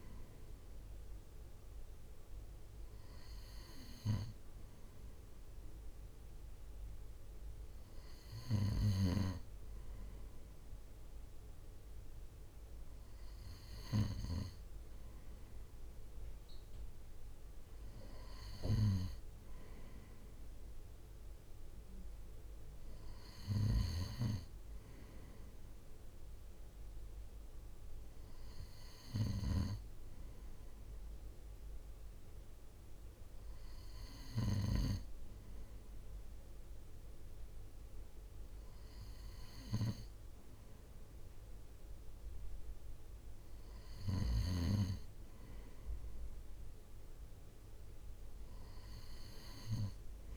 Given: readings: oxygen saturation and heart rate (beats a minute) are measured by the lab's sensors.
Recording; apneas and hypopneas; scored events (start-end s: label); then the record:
breathing in sleep by a room microphone; none
none scored
From the record:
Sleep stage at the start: N2 (light sleep); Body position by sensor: on the right side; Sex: male